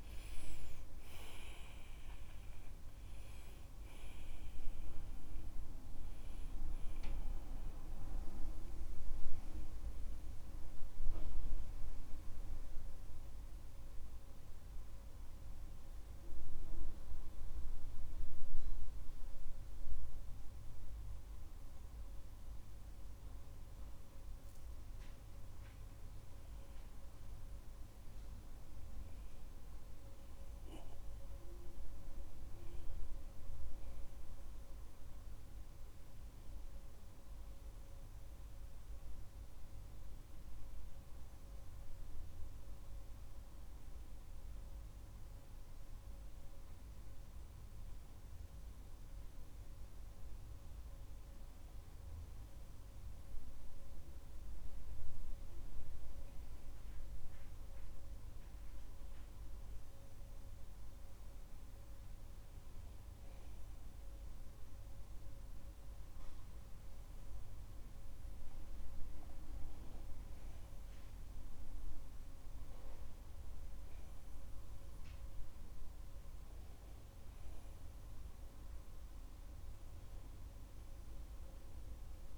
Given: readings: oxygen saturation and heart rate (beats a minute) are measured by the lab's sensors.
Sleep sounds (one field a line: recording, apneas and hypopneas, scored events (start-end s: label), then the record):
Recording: breathing in sleep, hard to hear, by a room microphone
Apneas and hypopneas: 1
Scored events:
0.00-3.50 s: oxygen desaturation (device-marked, oxygen 94% lowest)
13.50-25.00 s: obstructive apnea (oxygen 98% before, 93% lowest)
20.50-31.50 s: oxygen desaturation (device-marked, oxygen 97% before, 93% lowest)
22.50-82.38 s: new sleep stage, N2 (light sleep)
33.00-37.00 s: arousal
From the record:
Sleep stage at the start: N1 (lightest sleep)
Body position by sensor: on the back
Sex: male